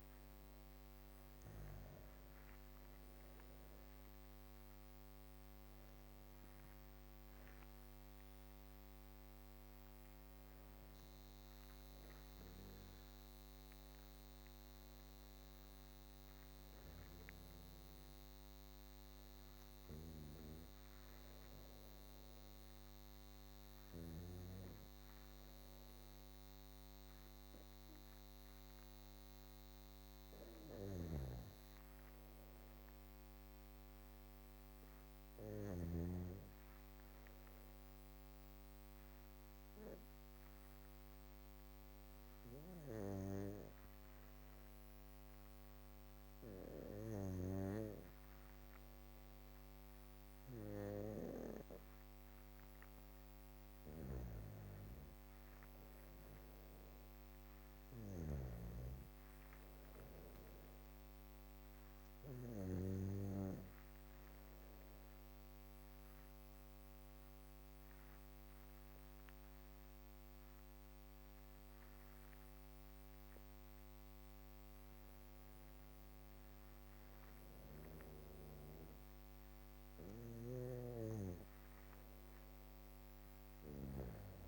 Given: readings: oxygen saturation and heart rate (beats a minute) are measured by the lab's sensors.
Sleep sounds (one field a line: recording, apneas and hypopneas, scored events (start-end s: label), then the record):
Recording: breathing in sleep by a microphone on the trachea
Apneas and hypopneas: 2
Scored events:
0.00-3.00 s: drop in pulse transit time (device-marked, heart rate 75 extreme)
0.00-12.00 s: oxygen desaturation (device-marked, oxygen 88% lowest, heart rate 54 extreme)
29.50-33.00 s: arousal
35.50-50.50 s: obstructive apnea (oxygen 100% before, 97% lowest, heart rate 59 before, 55 extreme, up 8 after)
52.00-56.50 s: arousal
62.00-74.50 s: obstructive apnea (oxygen 100% before, 93% lowest, heart rate 61 before, 55 extreme, up 12 after)
75.50-79.00 s: arousal
From the record:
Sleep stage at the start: N2 (light sleep)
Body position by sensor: on the back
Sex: female